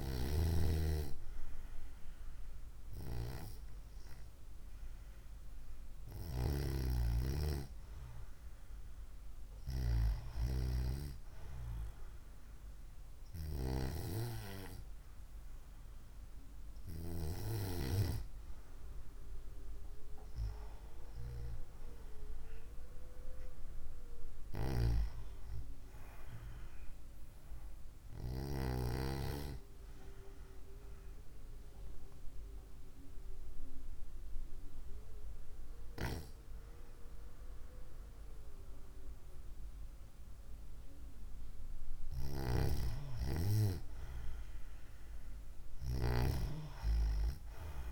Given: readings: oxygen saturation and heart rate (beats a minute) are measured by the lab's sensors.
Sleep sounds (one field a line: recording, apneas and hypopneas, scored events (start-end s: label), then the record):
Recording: breathing in sleep by a room microphone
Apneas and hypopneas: 1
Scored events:
21.50-25.00 s: arousal
32.00-43.00 s: obstructive apnea (oxygen 95% before, 93% lowest, heart rate 62 before, 57 extreme, up 0 after)
From the record:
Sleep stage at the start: N2 (light sleep)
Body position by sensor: on the right side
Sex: female